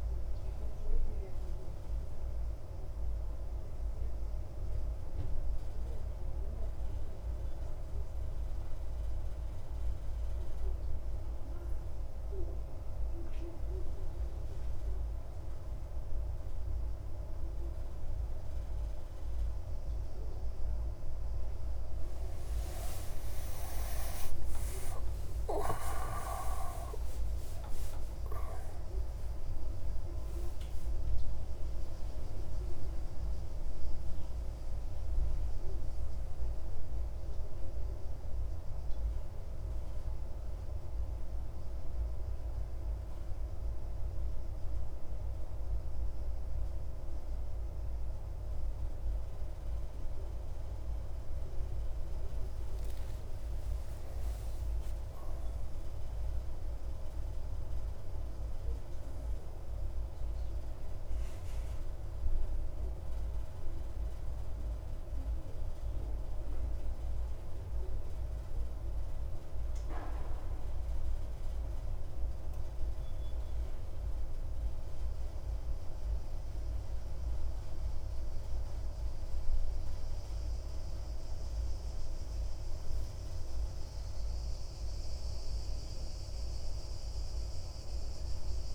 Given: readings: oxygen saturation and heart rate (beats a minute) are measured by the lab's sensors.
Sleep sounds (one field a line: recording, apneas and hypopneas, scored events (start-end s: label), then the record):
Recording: breathing in sleep, hard to hear, by a room microphone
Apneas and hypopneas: none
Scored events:
23.00-28.50 s: arousal
From the record:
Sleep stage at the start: N1 (lightest sleep)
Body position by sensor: on the back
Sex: male